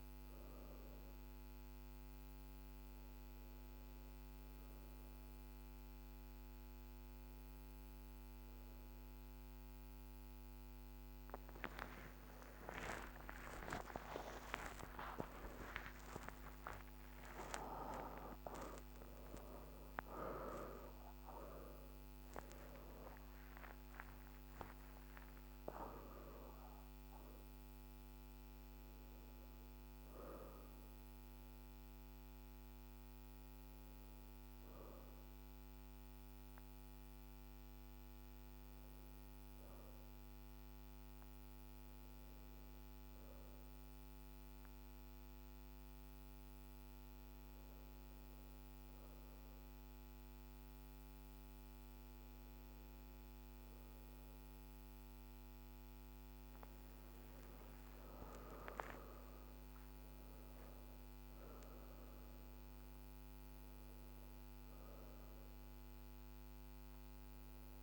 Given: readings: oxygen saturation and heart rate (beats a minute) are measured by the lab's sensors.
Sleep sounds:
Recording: breathing in sleep by a microphone on the trachea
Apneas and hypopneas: none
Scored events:
0.00-5.50 s: oxygen desaturation (device-marked, oxygen 90% lowest, heart rate 47 extreme)
11.00-15.00 s: arousal
46.50-67.83 s: oxygen desaturation (device-marked, oxygen 98% before, 94% lowest)
From the record:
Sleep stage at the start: N2 (light sleep)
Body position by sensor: on the right side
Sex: female

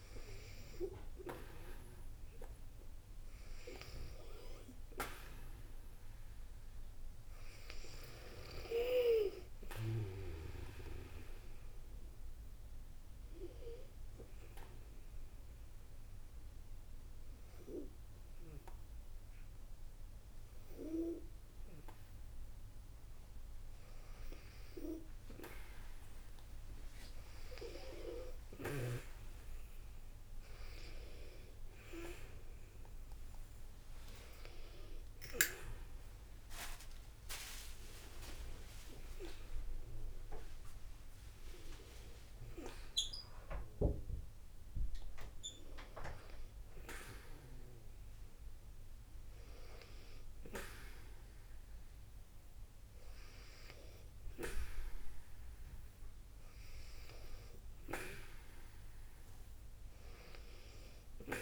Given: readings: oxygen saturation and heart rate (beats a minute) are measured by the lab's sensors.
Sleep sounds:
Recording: breathing in sleep by a room microphone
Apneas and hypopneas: 1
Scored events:
14.50-25.50 s: obstructive apnea (oxygen 96% before, 93% lowest, heart rate 67 before, 59 extreme, up 60 after)
20.00-61.42 s: new sleep stage, N2 (light sleep)
29.50-33.50 s: arousal
42.00-54.00 s: oxygen desaturation (device-marked, oxygen 96% before, 93% lowest, heart rate 78 before, 59 extreme)
57.00-61.42 s: arousal
From the record:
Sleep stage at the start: N1 (lightest sleep)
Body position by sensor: on the back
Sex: female

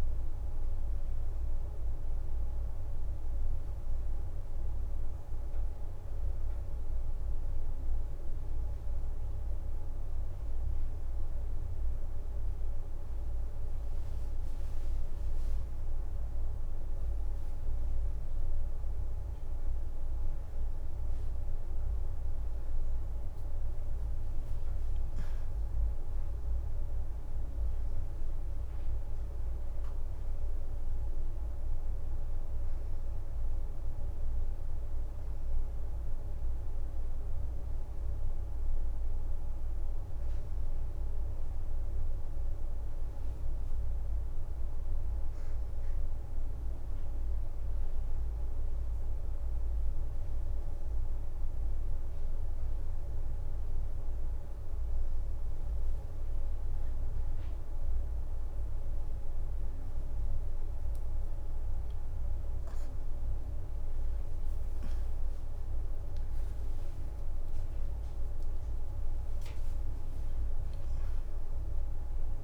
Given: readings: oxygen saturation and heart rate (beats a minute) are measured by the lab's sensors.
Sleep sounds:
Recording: a person partly awake in a sleep study, hard to hear, by a room microphone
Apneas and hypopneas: none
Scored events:
4.50-64.50 s: new sleep stage, N1 (lightest sleep)
13.00-16.00 s: leg movement (device-marked)
64.50-72.43 s: new sleep stage, N2 (light sleep)
69.00-71.00 s: leg movement (device-marked)
From the record:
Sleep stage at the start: awake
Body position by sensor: on the back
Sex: female

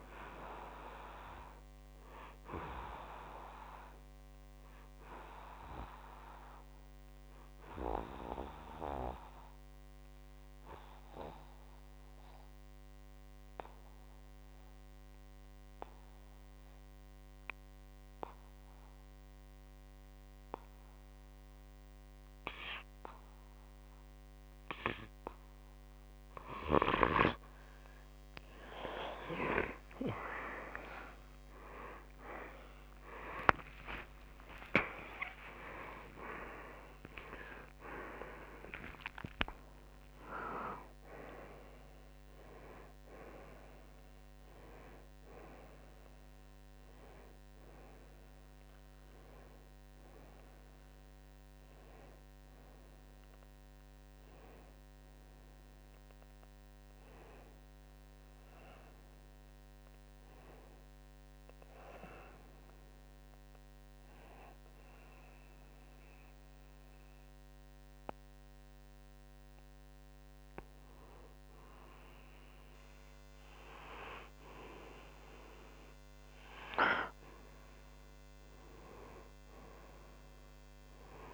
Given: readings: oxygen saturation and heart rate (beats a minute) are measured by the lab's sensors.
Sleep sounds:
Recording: breathing in sleep by a microphone on the trachea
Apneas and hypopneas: 2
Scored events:
0.00-5.00 s: oxygen desaturation (device-marked, oxygen 90% lowest, heart rate 55 extreme)
7.50-25.00 s: obstructive apnea (oxygen 96% before, 90% lowest, heart rate 62 before, 55 extreme, up 35 after)
31.00-38.50 s: arousal
36.00-42.00 s: oxygen desaturation (device-marked, oxygen 95% before, 92% lowest, heart rate 71 before, 64 extreme)
60.00-69.00 s: oxygen desaturation (device-marked, oxygen 94% before, 90% lowest, heart rate 71 before, 61 extreme)
63.50-77.00 s: hypopnea (oxygen 95% before, 90% lowest, heart rate 68 before, 61 extreme, up 7 after)
79.00-81.34 s: arousal
From the record:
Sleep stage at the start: N2 (light sleep)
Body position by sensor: on the right side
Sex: male

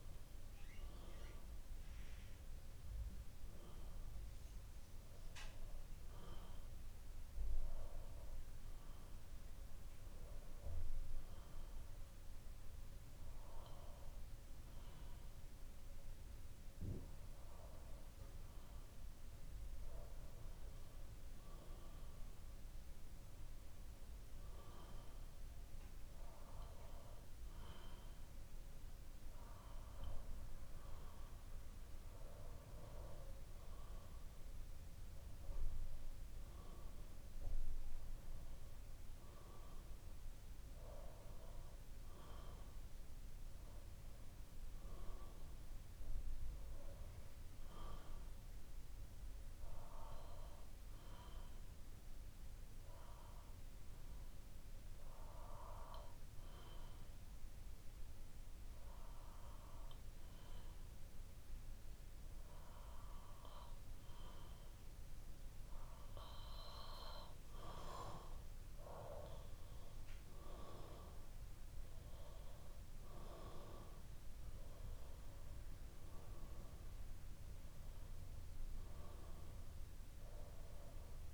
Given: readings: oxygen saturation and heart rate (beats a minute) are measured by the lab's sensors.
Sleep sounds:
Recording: breathing in sleep by a room microphone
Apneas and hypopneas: 2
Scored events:
2.50-19.00 s: obstructive apnea (oxygen 95% before, 93% lowest, heart rate 66 before, 61 extreme, up 3 after)
23.00-27.00 s: arousal
48.00-65.50 s: obstructive apnea (oxygen 95% before, 93% lowest, heart rate 65 before, 59 extreme, up 5 after)
59.00-64.00 s: bradycardia (device-marked, heart rate 64 before, 59 extreme)
69.00-73.00 s: arousal
From the record:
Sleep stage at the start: N2 (light sleep)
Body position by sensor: on the back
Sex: male

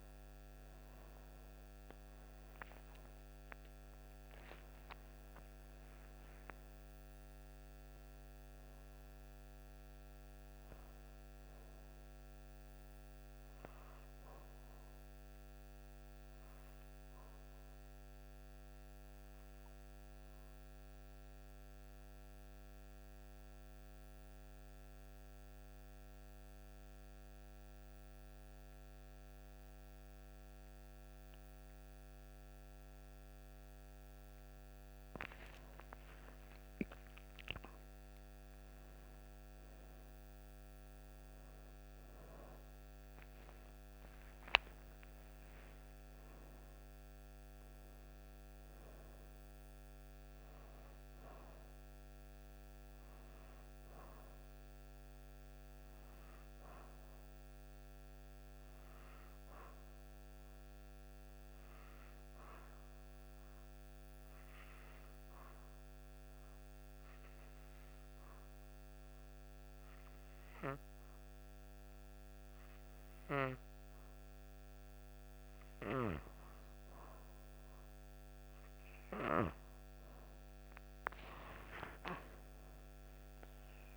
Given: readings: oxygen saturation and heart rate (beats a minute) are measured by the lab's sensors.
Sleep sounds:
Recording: breathing in sleep by a microphone on the trachea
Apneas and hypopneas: 2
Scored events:
0.00-27.00 s: oxygen desaturation (device-marked, oxygen 83% lowest)
15.50-34.50 s: obstructive apnea (oxygen 97% before, 83% lowest)
35.50-41.00 s: arousal
44.00-66.00 s: oxygen desaturation (device-marked, oxygen 97% before, 89% lowest)
65.00-76.00 s: obstructive apnea (oxygen 96% before, 89% lowest)
From the record:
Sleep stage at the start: N2 (light sleep)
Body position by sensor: on the back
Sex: female

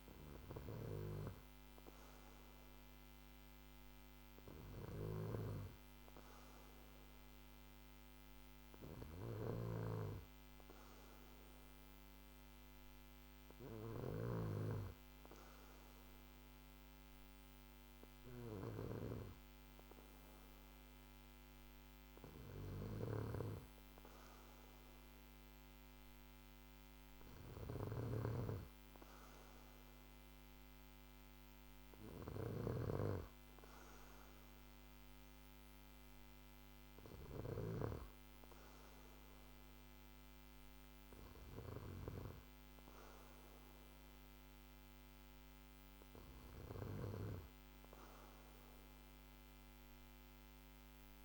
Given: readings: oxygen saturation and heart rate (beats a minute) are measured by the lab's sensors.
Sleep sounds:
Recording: breathing in sleep by a microphone on the trachea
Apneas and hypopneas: none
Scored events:
4.50-18.50 s: snoring (device-marked)
27.00-37.50 s: snoring (device-marked)
From the record:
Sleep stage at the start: N2 (light sleep)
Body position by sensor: on the back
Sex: male

